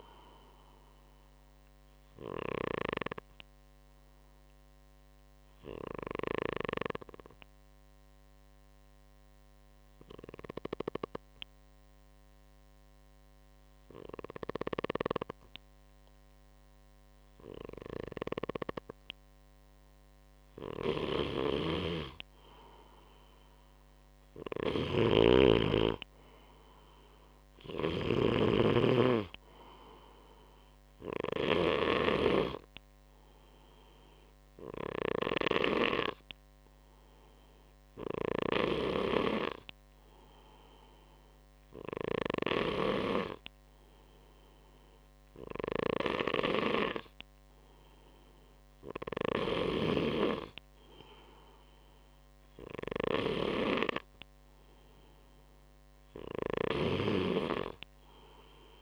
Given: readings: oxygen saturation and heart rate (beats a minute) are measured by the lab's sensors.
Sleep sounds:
breathing in sleep by a microphone on the trachea; 2
2.50-20.50 s: obstructive apnea (oxygen 98% before, 94% lowest, heart rate 69 before, 61 extreme, up 2 after)
21.00-32.00 s: snoring (device-marked)
22.50-26.50 s: arousal
22.50-39.50 s: oxygen desaturation (device-marked, oxygen 98% before, 94% lowest, heart rate 67 before, 61 extreme)
31.50-50.00 s: hypopnea (oxygen 98% before, 94% lowest, heart rate 63 before, 60 extreme, up 2 after)
52.50-55.00 s: arousal
56.00-58.81 s: snoring (device-marked)
From the record:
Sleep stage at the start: N2 (light sleep); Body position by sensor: on the right side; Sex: male

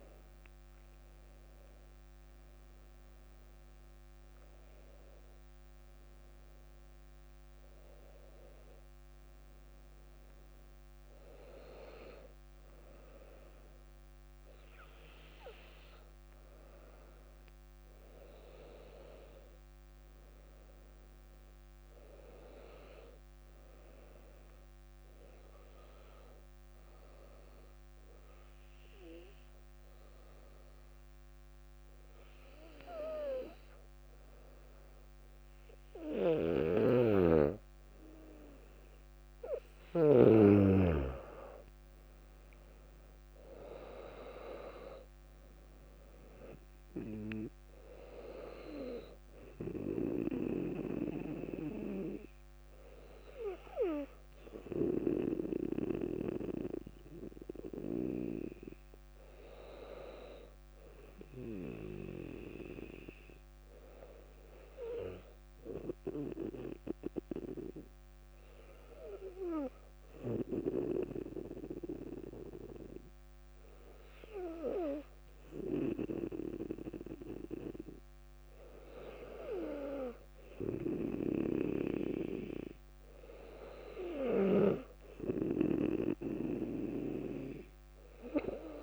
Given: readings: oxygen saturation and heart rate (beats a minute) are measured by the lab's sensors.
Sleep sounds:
breathing in sleep by a microphone on the trachea; 2
0.00-1.00 s: arousal
24.00-37.00 s: obstructive apnea (oxygen 99% before, 95% lowest, heart rate 61 before, 58 extreme, up 1 after)
36.50-40.50 s: snoring (device-marked)
37.50-41.00 s: arousal
44.00-62.00 s: oxygen desaturation (device-marked, oxygen 98% before, 95% lowest, heart rate 59 before, 59 extreme)
64.00-78.00 s: obstructive apnea (oxygen 99% before, 97% lowest, heart rate 61 before, 58 extreme, up 2 after)
81.50-85.00 s: arousal
From the record:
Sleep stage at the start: N2 (light sleep); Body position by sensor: on the back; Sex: female

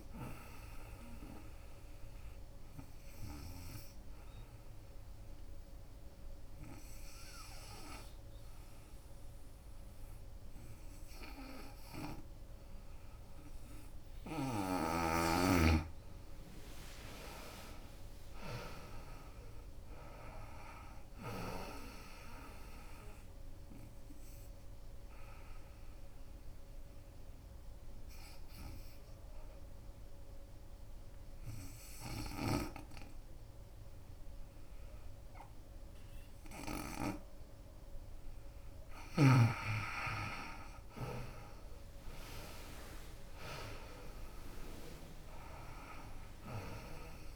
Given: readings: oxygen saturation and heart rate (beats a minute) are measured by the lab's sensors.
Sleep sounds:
breathing in sleep by a room microphone; 2
0.00-3.50 s: drop in pulse transit time (device-marked, heart rate 78 extreme)
0.00-13.50 s: oxygen desaturation (device-marked, oxygen 85% lowest, heart rate 63 extreme)
1.00-14.50 s: obstructive apnea (oxygen 94% before, 84% lowest, heart rate 79 before, 63 extreme, up 25 after)
15.00-19.50 s: arousal
15.50-26.50 s: drop in pulse transit time (device-marked, heart rate 77 before, 76 extreme)
18.50-36.50 s: oxygen desaturation (device-marked, oxygen 95% before, 86% lowest, heart rate 77 before, 63 extreme)
24.50-37.00 s: obstructive apnea (oxygen 95% before, 84% lowest, heart rate 77 before, 63 extreme, up 19 after)
38.50-42.00 s: arousal
38.50-47.36 s: oxygen desaturation (device-marked, oxygen 96% before, 84% lowest, heart rate 76 before, 62 extreme)
39.50-47.36 s: drop in pulse transit time (device-marked, heart rate 76 before, 76 extreme)
From the record:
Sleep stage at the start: N2 (light sleep); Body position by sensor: on the right side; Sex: female

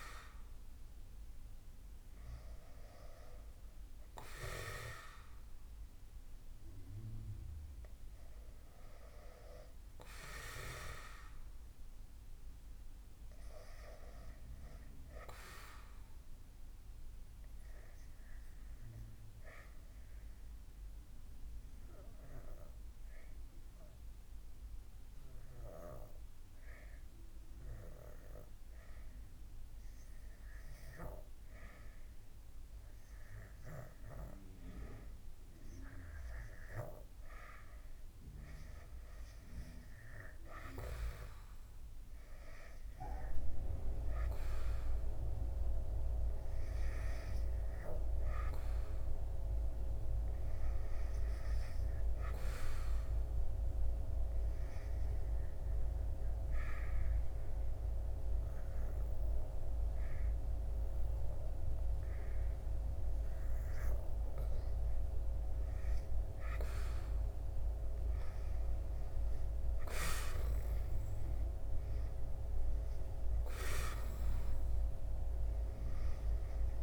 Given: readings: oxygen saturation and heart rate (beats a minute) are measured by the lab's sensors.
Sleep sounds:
breathing in sleep by a room microphone; 2
7.00-12.00 s: arousal
16.50-34.00 s: obstructive apnea (oxygen 99% before, 89% lowest, heart rate 82 before, 71 extreme, up 7 after)
25.50-76.83 s: new sleep stage, REM sleep
38.00-42.00 s: arousal
43.50-62.50 s: oxygen desaturation (device-marked, oxygen 98% before, 89% lowest, heart rate 79 before, 73 extreme)
54.00-65.50 s: hypopnea (oxygen 99% before, 89% lowest, heart rate 81 before, 73 extreme, up 4 after)
68.00-72.50 s: arousal
From the record:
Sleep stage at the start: N2 (light sleep); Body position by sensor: on the back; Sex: male

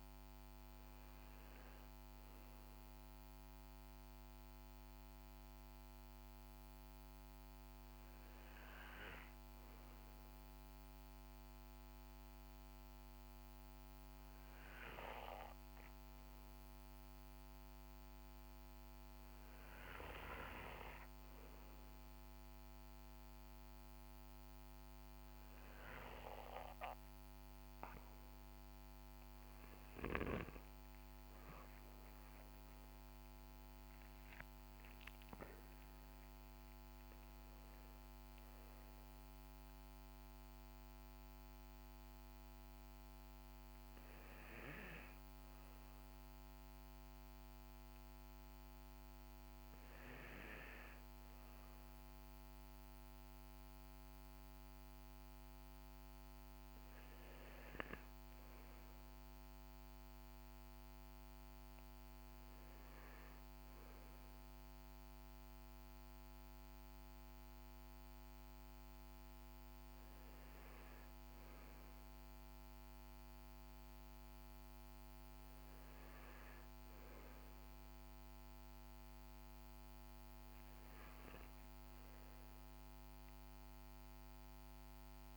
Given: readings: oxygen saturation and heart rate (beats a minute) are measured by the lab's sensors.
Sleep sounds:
breathing in sleep by a microphone on the trachea; 1
7.50-26.00 s: hypopnea (oxygen 96% before, 92% lowest, heart rate 58 before, 56 extreme, up 13 after)
28.50-32.50 s: arousal
From the record:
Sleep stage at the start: N2 (light sleep); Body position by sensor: on the right side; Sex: male

